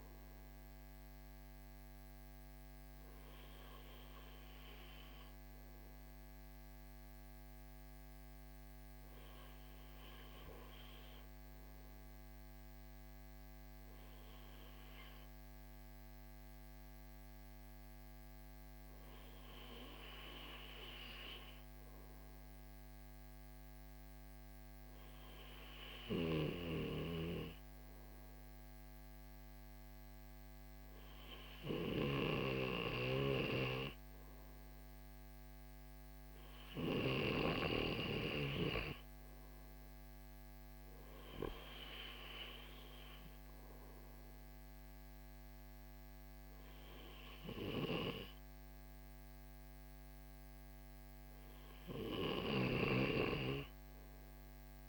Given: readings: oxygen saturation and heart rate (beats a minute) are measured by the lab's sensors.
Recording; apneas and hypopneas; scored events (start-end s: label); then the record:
breathing in sleep by a microphone on the trachea; none
25.00-31.50 s: snoring (device-marked)
From the record:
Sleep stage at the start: REM sleep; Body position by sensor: on the right side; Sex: male